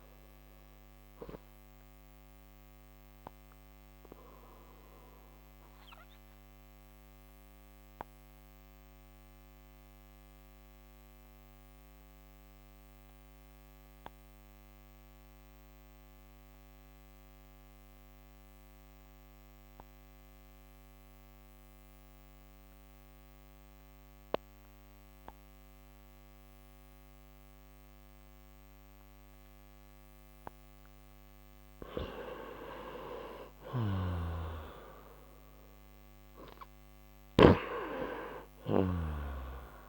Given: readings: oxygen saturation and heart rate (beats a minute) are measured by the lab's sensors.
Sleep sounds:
breathing in sleep by a microphone on the trachea; 1
0.00-25.00 s: oxygen desaturation (device-marked, oxygen 87% lowest, heart rate 56 extreme)
1.00-31.50 s: obstructive apnea (oxygen 98% before, 87% lowest, heart rate 70 before, 56 extreme, up 26 after)
33.00-37.50 s: arousal
34.00-38.00 s: snoring (device-marked)
From the record:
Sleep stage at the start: N2 (light sleep); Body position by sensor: on the right side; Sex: male

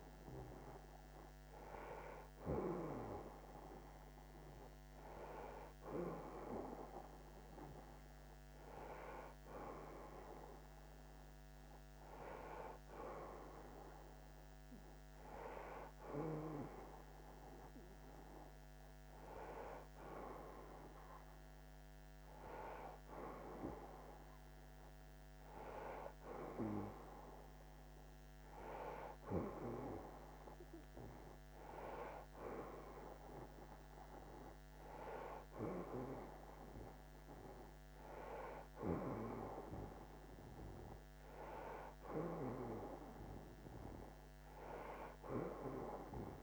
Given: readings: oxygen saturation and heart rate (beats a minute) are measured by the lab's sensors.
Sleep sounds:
breathing in sleep by a microphone on the trachea; none
none scored
From the record:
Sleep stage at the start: N1 (lightest sleep); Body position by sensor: on the back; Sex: male

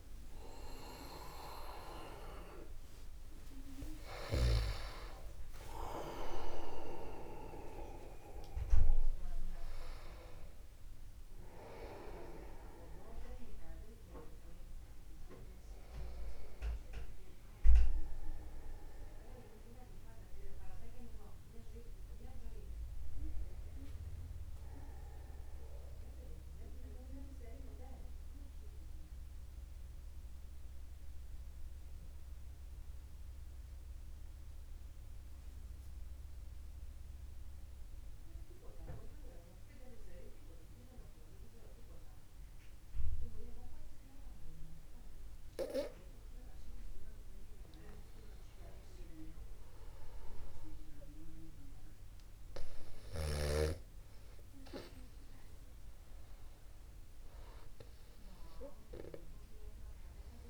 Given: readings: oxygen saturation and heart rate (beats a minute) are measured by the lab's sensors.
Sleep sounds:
breathing in sleep by a room microphone; 1
0.00-3.00 s: arousal
2.00-4.00 s: long interval between heartbeats (device-marked, heart rate 61 before, 108 extreme)
6.00-8.00 s: long interval between heartbeats (device-marked, heart rate 73 before, 125 extreme)
23.50-35.50 s: oxygen desaturation (device-marked, oxygen 97% before, 93% lowest, heart rate 76 before, 48 extreme)
26.50-46.00 s: mixed apnea (oxygen 97% before, 93% lowest, heart rate 67 before, 48 extreme, up 0 after)
49.50-53.50 s: arousal
From the record:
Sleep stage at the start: N2 (light sleep); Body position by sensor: upright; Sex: male

